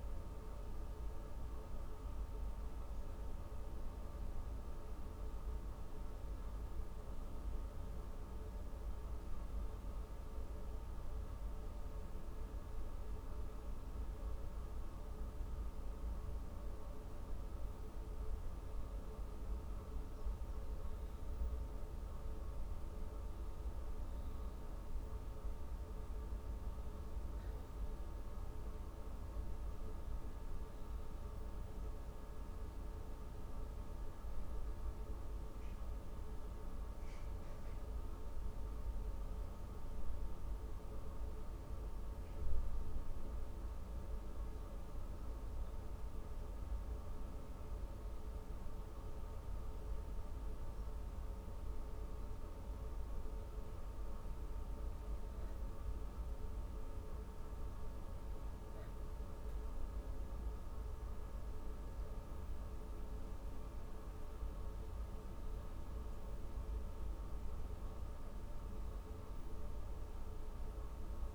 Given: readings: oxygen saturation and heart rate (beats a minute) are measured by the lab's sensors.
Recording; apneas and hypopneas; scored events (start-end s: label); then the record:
breathing in sleep, hard to hear, by a room microphone; 2
0.50-14.00 s: hypopnea (oxygen 96% before, 95% lowest, heart rate 128 before, 99 extreme, up 25 after)
19.00-23.50 s: arousal
38.50-51.00 s: hypopnea (oxygen 96% before, 96% lowest, heart rate 129 before, 93 extreme, up 36 after)
48.50-71.35 s: new sleep stage, N2 (light sleep)
52.50-57.00 s: arousal
From the record:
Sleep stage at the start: N1 (lightest sleep); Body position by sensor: on the back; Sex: female